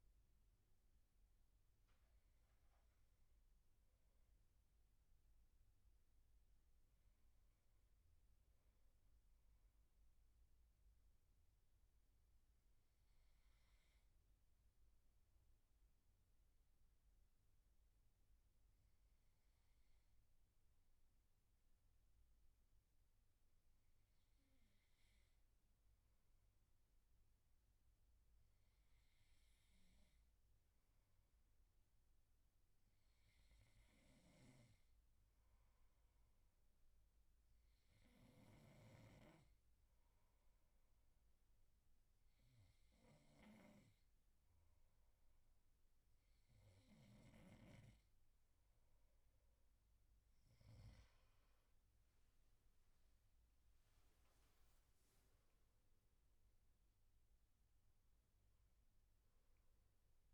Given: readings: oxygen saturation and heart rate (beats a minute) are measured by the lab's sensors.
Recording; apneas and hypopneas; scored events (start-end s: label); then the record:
breathing in sleep, hard to hear, by a room microphone; 1
3.00-6.50 s: arousal
9.00-46.50 s: obstructive apnea (oxygen 97% before, 94% lowest, heart rate 78 before, 69 extreme, up 8 after)
49.00-52.50 s: arousal
From the record:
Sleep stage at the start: N2 (light sleep); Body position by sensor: on the right side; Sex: male